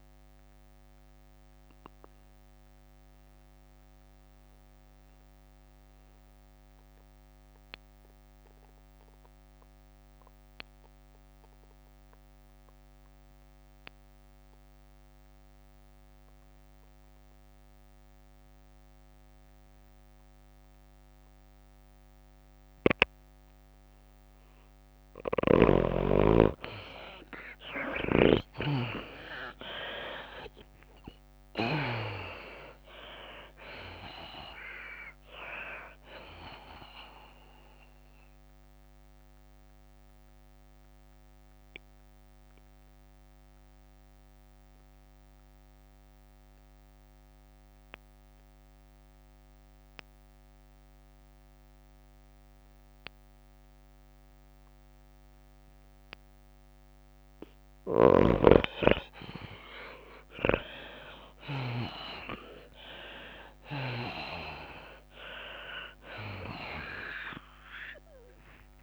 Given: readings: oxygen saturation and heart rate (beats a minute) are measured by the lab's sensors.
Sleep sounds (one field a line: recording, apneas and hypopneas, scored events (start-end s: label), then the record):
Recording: breathing in sleep by a microphone on the trachea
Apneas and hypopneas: 2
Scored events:
0.00-7.50 s: drop in pulse transit time (device-marked, heart rate 102 extreme)
0.00-7.50 s: tachycardia (device-marked, heart rate 108 extreme)
0.00-11.50 s: oxygen desaturation (device-marked, oxygen 80% lowest, heart rate 98 extreme)
0.50-24.00 s: mixed apnea (oxygen 98% before, 79% lowest, heart rate 100 before, 98 extreme, up 11 after)
14.50-48.50 s: tachycardia (device-marked, heart rate 97 before, 109 extreme)
23.50-55.50 s: oxygen desaturation (device-marked, oxygen 98% before, 79% lowest)
25.50-27.50 s: long interval between heartbeats (device-marked, heart rate 103 before, 107 extreme)
27.00-30.50 s: arousal
30.50-46.50 s: drop in pulse transit time (device-marked, heart rate 105 before, 102 extreme)
38.50-57.50 s: mixed apnea (oxygen 98% before, 79% lowest)
58.50-62.00 s: arousal
60.50-68.83 s: oxygen desaturation (device-marked, oxygen 99% before, 85% lowest)
60.50-68.83 s: tachycardia (device-marked, heart rate 97 before, 107 extreme)
64.50-68.83 s: drop in pulse transit time (device-marked, heart rate 100 before, 101 extreme)
From the record:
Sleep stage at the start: N2 (light sleep)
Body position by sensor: on the left side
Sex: female